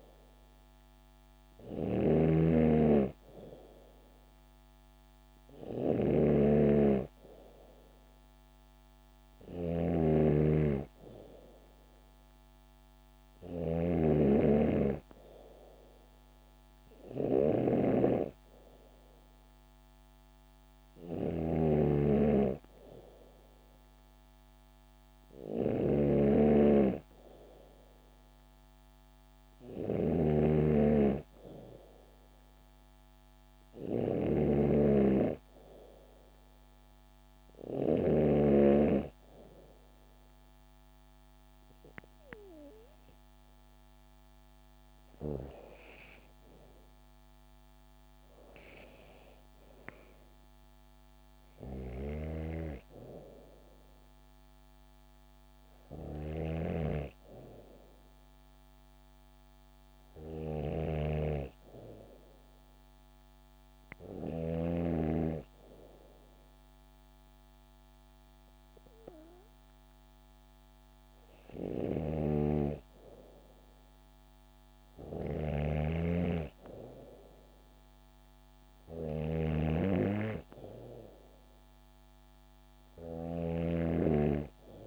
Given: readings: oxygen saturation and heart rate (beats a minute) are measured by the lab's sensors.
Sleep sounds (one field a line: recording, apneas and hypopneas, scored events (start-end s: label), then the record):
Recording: breathing in sleep by a microphone on the trachea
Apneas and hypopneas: none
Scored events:
0.00-37.50 s: snoring (device-marked)
45.50-49.50 s: arousal
51.50-64.00 s: snoring (device-marked)
71.00-84.87 s: snoring (device-marked)
From the record:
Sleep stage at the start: N2 (light sleep)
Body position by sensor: on the back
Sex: female